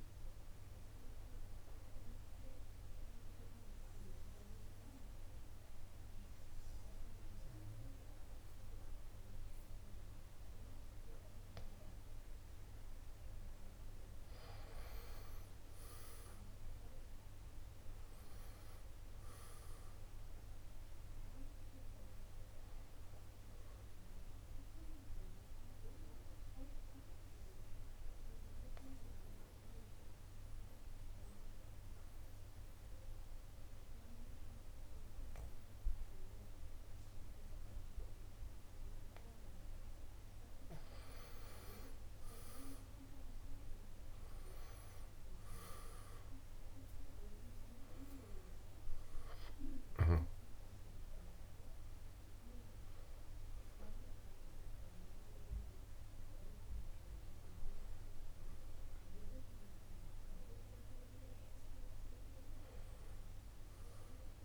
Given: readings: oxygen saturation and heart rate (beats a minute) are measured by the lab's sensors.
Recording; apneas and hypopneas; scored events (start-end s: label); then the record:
breathing in sleep by a room microphone; 2
0.00-1.50 s: oxygen desaturation (device-marked, oxygen 87% lowest, heart rate 66 extreme)
2.50-13.50 s: obstructive apnea (oxygen 96% before, 87% lowest, heart rate 73 before, 63 extreme, up 6 after)
4.50-64.45 s: new sleep stage, N2 (light sleep)
16.00-20.00 s: arousal
22.50-36.50 s: oxygen desaturation (device-marked, oxygen 95% before, 89% lowest, heart rate 70 before, 63 extreme)
24.50-41.50 s: mixed apnea (oxygen 96% before, 87% lowest, heart rate 70 before, 63 extreme, up 8 after)
42.50-64.45 s: oxygen desaturation (device-marked, oxygen 97% before, 87% lowest, heart rate 67 before, 66 extreme)
43.50-48.50 s: arousal
43.50-57.50 s: drop in pulse transit time (device-marked, heart rate 66 before, 68 extreme)
From the record:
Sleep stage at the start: N1 (lightest sleep); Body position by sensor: on the back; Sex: male